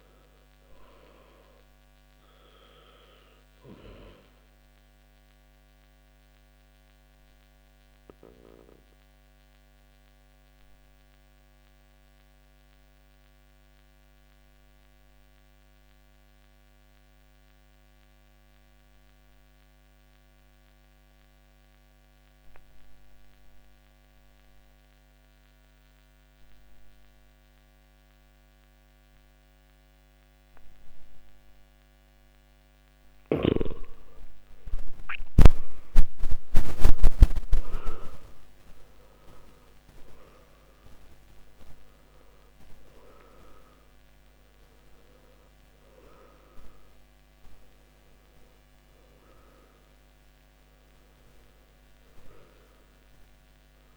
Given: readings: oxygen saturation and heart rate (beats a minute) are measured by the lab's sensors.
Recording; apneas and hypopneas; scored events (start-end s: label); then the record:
breathing in sleep by a microphone on the trachea; 1
0.00-25.50 s: oxygen desaturation (device-marked, oxygen 88% lowest, heart rate 55 extreme)
4.50-34.00 s: obstructive apnea (oxygen 98% before, 87% lowest, heart rate 63 before, 55 extreme, up 18 after)
35.00-39.50 s: arousal
37.50-53.97 s: oxygen desaturation (device-marked, oxygen 97% before, 87% lowest, heart rate 59 before, 54 extreme)
From the record:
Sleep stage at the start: N2 (light sleep); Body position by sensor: on the back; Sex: male